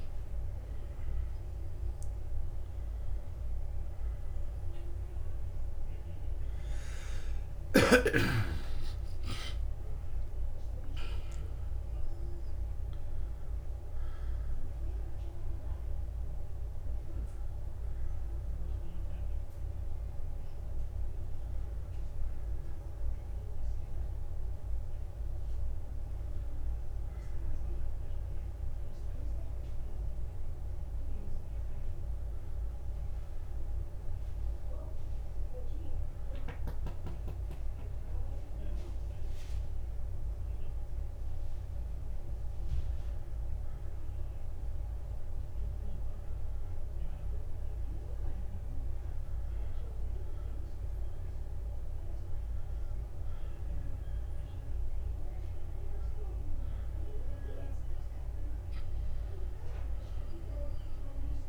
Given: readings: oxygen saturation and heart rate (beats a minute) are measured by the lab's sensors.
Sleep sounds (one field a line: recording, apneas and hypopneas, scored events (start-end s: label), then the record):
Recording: breathing in sleep, hard to hear, by a room microphone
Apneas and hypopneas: 1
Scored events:
8.00-12.00 s: arousal
20.00-56.50 s: obstructive apnea (oxygen 95% before, 94% lowest, heart rate 57 before, 49 extreme, up 8 after)
28.50-61.49 s: new sleep stage, N2 (light sleep)
40.00-42.00 s: long interval between heartbeats (device-marked, heart rate 60 before, 62 extreme)
54.00-56.00 s: long interval between heartbeats (device-marked, heart rate 58 before, 69 extreme)
59.00-61.49 s: arousal
From the record:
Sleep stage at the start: N1 (lightest sleep)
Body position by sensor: on the back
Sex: male